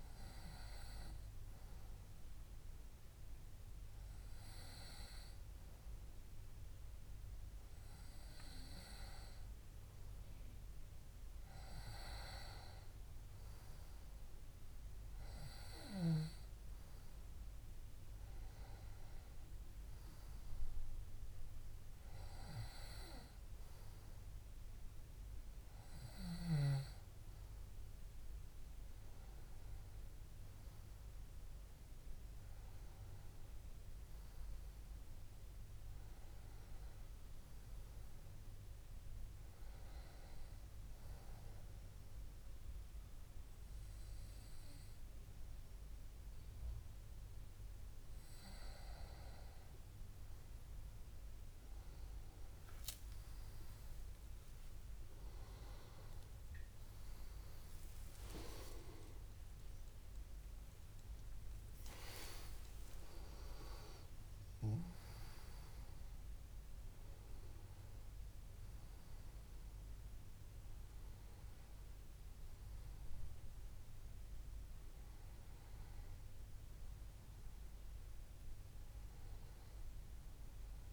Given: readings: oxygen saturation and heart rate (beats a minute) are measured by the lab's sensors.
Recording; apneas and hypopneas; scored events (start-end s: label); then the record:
breathing in sleep by a room microphone; 1
39.50-51.00 s: hypopnea (oxygen 96% before, 93% lowest, heart rate 69 before, 64 extreme, up 17 after)
56.50-60.50 s: arousal
58.00-60.00 s: long interval between heartbeats (device-marked, heart rate 68 before, 81 extreme)
61.00-80.93 s: oxygen desaturation (device-marked, oxygen 96% before, 93% lowest, heart rate 70 before, 66 extreme)
70.00-80.93 s: new sleep stage, N1 (lightest sleep)
From the record:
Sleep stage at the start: N2 (light sleep); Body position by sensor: on the back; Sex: male